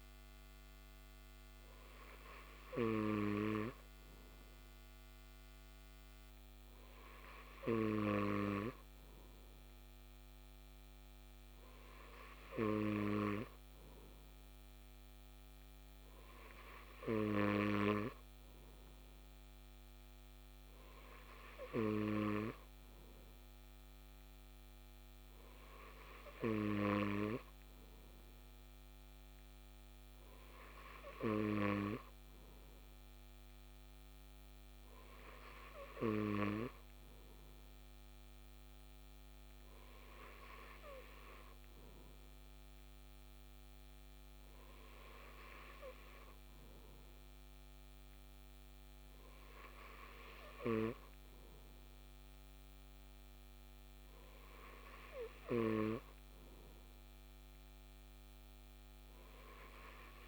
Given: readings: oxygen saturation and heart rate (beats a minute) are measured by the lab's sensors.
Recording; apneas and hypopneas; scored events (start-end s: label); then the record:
breathing in sleep by a microphone on the trachea; none
none scored
From the record:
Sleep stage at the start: N2 (light sleep); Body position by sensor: on the left side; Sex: male